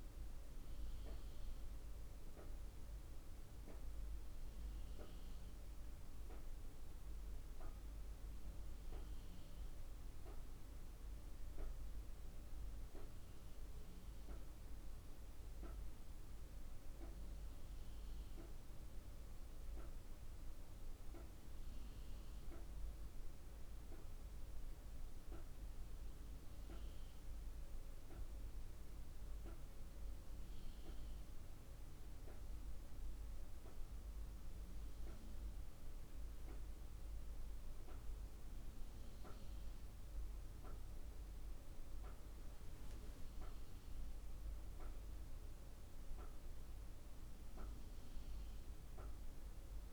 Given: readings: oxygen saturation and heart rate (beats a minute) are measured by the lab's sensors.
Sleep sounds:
breathing in sleep, hard to hear, by a room microphone; none
none scored
From the record:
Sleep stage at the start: N2 (light sleep); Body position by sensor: on the right side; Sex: female

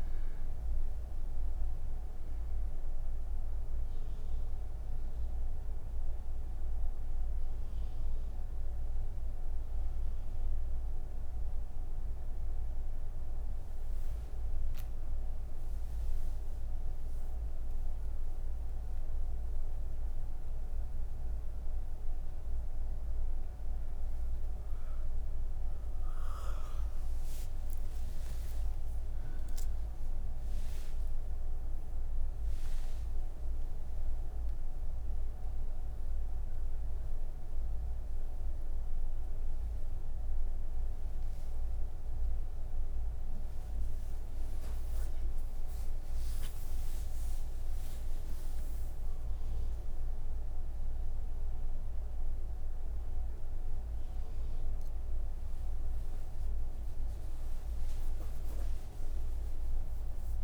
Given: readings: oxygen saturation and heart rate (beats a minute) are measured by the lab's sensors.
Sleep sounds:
breathing in sleep, hard to hear, by a room microphone; none
11.50-24.50 s: oxygen desaturation (device-marked, oxygen 97% before, 92% lowest)
From the record:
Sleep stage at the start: N3 (deep sleep); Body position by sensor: on the right side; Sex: female

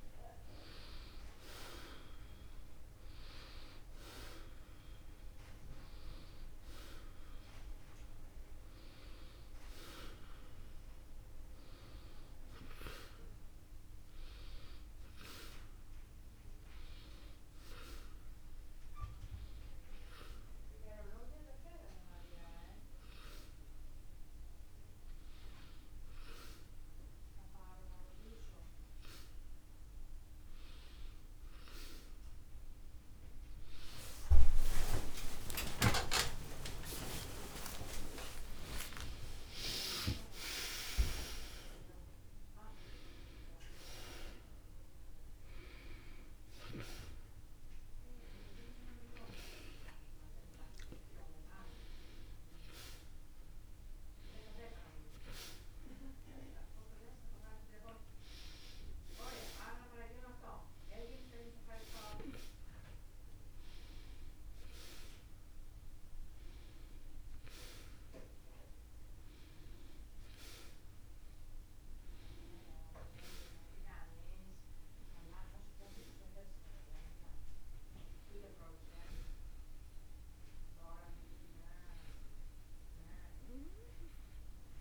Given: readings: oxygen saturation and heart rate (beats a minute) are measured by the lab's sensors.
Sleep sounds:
a person partly awake in a sleep study, by a room microphone; none
0.00-16.00 s: oxygen desaturation (device-marked, oxygen 89% lowest, heart rate 71 extreme)
34.00-36.00 s: long interval between heartbeats (device-marked, heart rate 72 before, 97 extreme)
36.50-38.50 s: long interval between heartbeats (device-marked, heart rate 75 before, 127 extreme)
39.00-69.00 s: new sleep stage, awake
69.00-84.81 s: new sleep stage, N1 (lightest sleep)
From the record:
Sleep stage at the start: N1 (lightest sleep); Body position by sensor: on the back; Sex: male

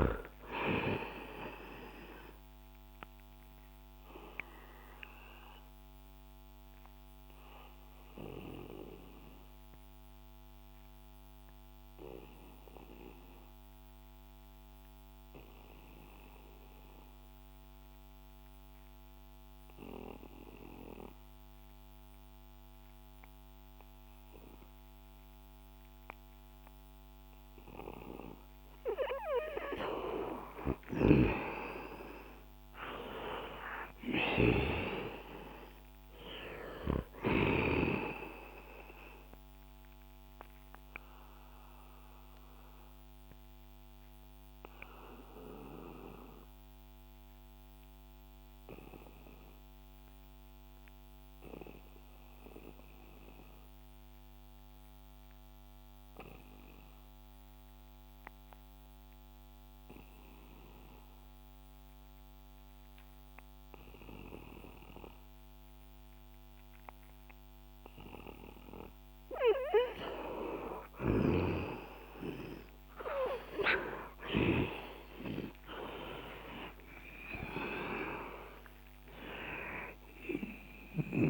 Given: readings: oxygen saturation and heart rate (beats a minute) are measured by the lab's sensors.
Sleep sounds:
breathing in sleep by a microphone on the trachea; 2
0.00-26.50 s: oxygen desaturation (device-marked, oxygen 89% lowest, heart rate 61 extreme)
3.50-28.00 s: obstructive apnea (oxygen 98% before, 89% lowest, heart rate 67 before, 61 extreme, up 7 after)
31.50-36.00 s: arousal
41.50-68.00 s: obstructive apnea (oxygen 98% before, 89% lowest, heart rate 68 before, 61 extreme, up 14 after)
56.50-64.50 s: oxygen desaturation (device-marked, oxygen 96% before, 91% lowest, heart rate 66 before, 63 extreme)
74.50-78.50 s: arousal
From the record:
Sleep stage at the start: N2 (light sleep); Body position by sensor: on the back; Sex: male

